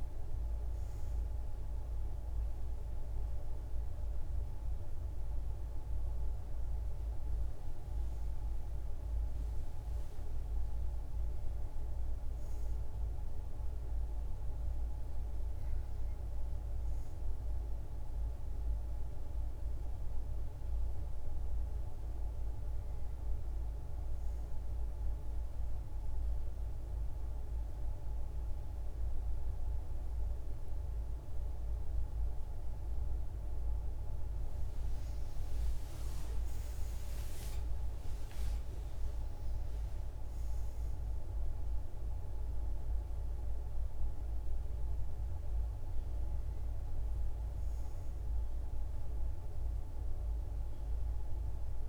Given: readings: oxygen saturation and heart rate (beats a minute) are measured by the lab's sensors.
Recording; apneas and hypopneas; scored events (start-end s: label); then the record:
breathing in sleep, hard to hear, by a room microphone; none
0.00-7.00 s: oxygen desaturation (device-marked, oxygen 93% lowest, heart rate 66 extreme)
From the record:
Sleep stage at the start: N1 (lightest sleep); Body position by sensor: on the back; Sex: female